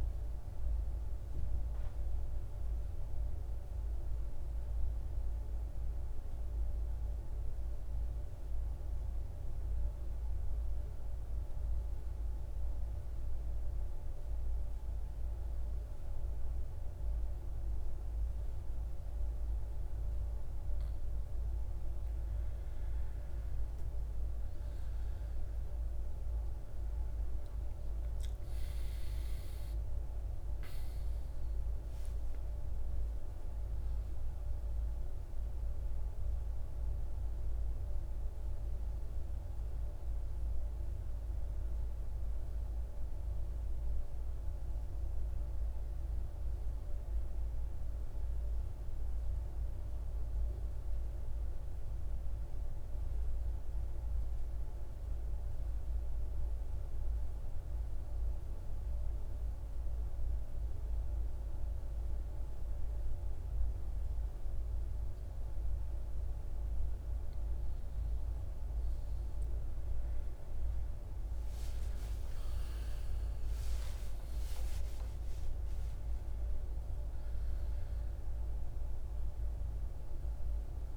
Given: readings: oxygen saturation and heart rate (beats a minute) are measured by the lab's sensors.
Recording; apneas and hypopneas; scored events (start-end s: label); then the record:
breathing in sleep, hard to hear, by a room microphone; 2
6.00-21.00 s: central apnea (oxygen 98% before, 92% lowest, heart rate 61 before, 55 extreme, up 12 after)
24.50-41.50 s: oxygen desaturation (device-marked, oxygen 97% before, 92% lowest, heart rate 58 before, 55 extreme)
26.50-30.50 s: arousal
47.50-52.00 s: arousal
54.00-66.50 s: central apnea (oxygen 97% before, 93% lowest, heart rate 63 before, 55 extreme, up 12 after)
64.50-80.97 s: new sleep stage, awake
69.50-80.97 s: oxygen desaturation (device-marked, oxygen 97% before, 93% lowest, heart rate 57 before, 63 extreme)
From the record:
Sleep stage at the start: N2 (light sleep); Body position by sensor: on the right side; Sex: male